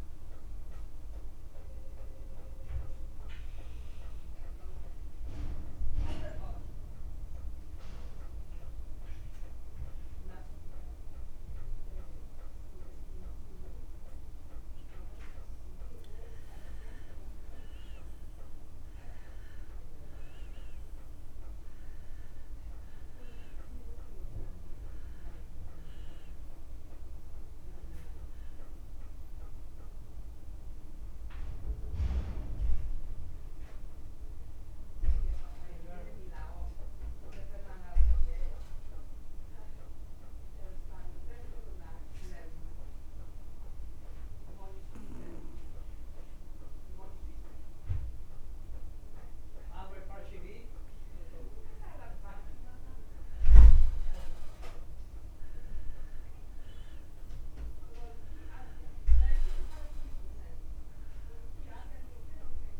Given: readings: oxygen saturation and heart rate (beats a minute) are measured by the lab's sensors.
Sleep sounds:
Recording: breathing in sleep by a room microphone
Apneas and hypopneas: 2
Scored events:
1.50-14.00 s: mixed apnea (oxygen 99% before, 91% lowest, heart rate 62 before, 56 extreme, up 5 after)
17.50-21.50 s: arousal
21.00-47.00 s: oxygen desaturation (device-marked, oxygen 98% before, 91% lowest, heart rate 58 before, 55 extreme)
32.50-48.50 s: obstructive apnea (oxygen 98% before, 90% lowest, heart rate 60 before, 55 extreme, up 4 after)
52.50-55.50 s: arousal
From the record:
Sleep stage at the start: N2 (light sleep)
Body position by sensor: on the back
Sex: male

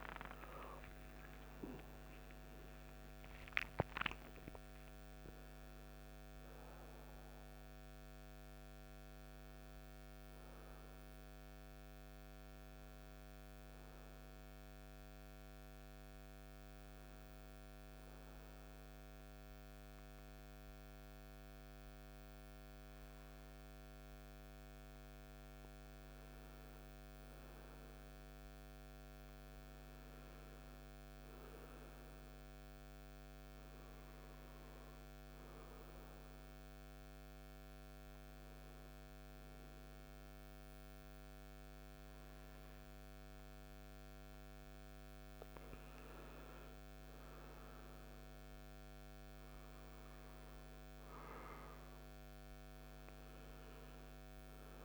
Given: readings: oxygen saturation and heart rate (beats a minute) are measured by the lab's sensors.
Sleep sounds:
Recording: a person partly awake in a sleep study, hard to hear, by a microphone on the trachea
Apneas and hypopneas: 1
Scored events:
9.00-54.85 s: new sleep stage, N2 (light sleep)
9.50-25.00 s: hypopnea (oxygen 99% before, 95% lowest, heart rate 76 before, 52 extreme, up 4 after)
26.50-30.50 s: arousal
From the record:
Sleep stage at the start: awake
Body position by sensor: on the right side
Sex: male

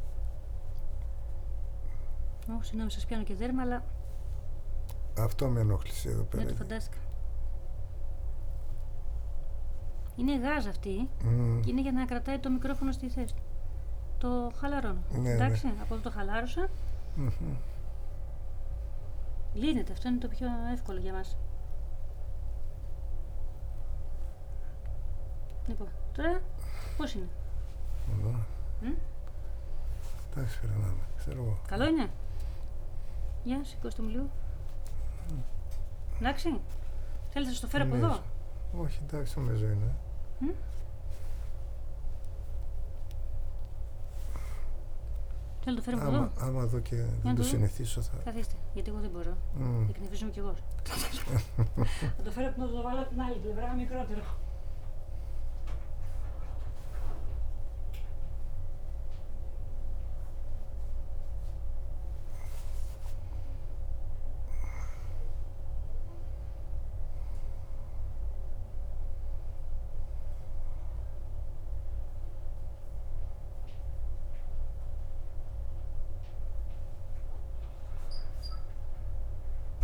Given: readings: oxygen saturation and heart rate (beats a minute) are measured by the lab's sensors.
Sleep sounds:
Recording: a person awake in a sleep study, by a room microphone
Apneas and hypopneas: none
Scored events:
5.50-16.00 s: snoring (device-marked)
31.00-47.50 s: snoring (device-marked)
52.00-58.00 s: snoring (device-marked)
From the record:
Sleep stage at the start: awake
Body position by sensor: on the back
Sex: male

